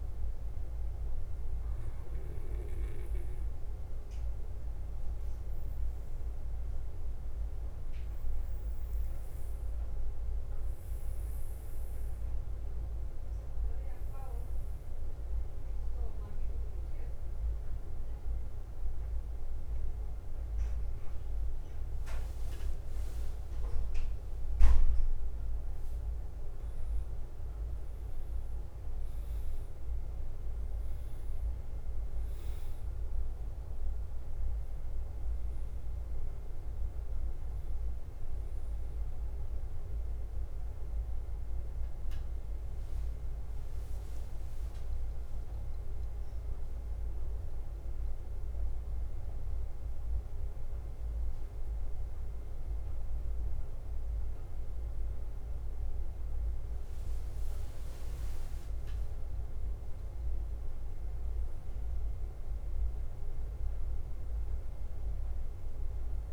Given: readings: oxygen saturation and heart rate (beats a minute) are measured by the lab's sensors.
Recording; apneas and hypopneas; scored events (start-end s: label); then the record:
breathing in sleep, hard to hear, by a room microphone; 2
0.00-66.33 s: bradycardia (device-marked, heart rate 44 extreme)
3.50-21.50 s: obstructive apnea (oxygen 99% before, 95% lowest, heart rate 52 before, 45 extreme, up 10 after)
20.50-50.50 s: new sleep stage, N1 (lightest sleep)
23.50-29.00 s: arousal
42.00-56.00 s: hypopnea (oxygen 98% before, 95% lowest, heart rate 53 before, 44 extreme, up 10 after)
50.50-66.33 s: new sleep stage, N2 (light sleep)
58.50-62.50 s: arousal
From the record:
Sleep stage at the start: N2 (light sleep); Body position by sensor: on the back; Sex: male